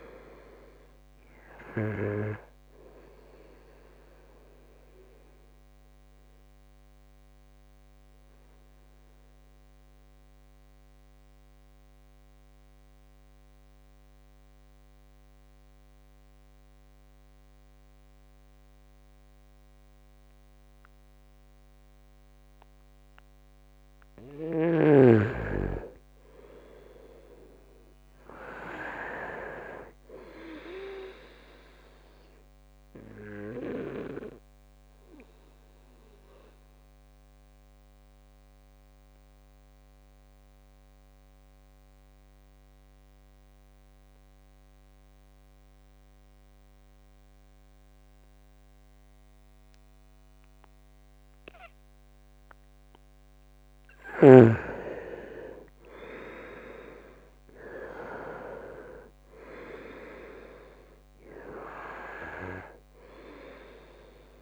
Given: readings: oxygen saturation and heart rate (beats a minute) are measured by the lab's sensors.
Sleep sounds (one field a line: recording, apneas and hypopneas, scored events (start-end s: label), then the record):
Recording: breathing in sleep by a microphone on the trachea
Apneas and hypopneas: 2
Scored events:
0.00-21.00 s: oxygen desaturation (device-marked, oxygen 87% lowest, heart rate 62 extreme)
6.50-23.00 s: obstructive apnea (oxygen 97% before, 87% lowest, heart rate 73 before, 64 extreme, up 5 after)
25.00-28.50 s: arousal
29.00-47.00 s: oxygen desaturation (device-marked, oxygen 99% before, 88% lowest, heart rate 68 before, 63 extreme)
35.00-52.00 s: obstructive apnea (oxygen 99% before, 86% lowest, heart rate 69 before, 63 extreme, up 4 after)
54.00-58.00 s: arousal
54.00-64.42 s: oxygen desaturation (device-marked, oxygen 98% before, 87% lowest, heart rate 67 before, 63 extreme)
From the record:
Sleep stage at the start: N2 (light sleep)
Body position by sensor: on the right side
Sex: male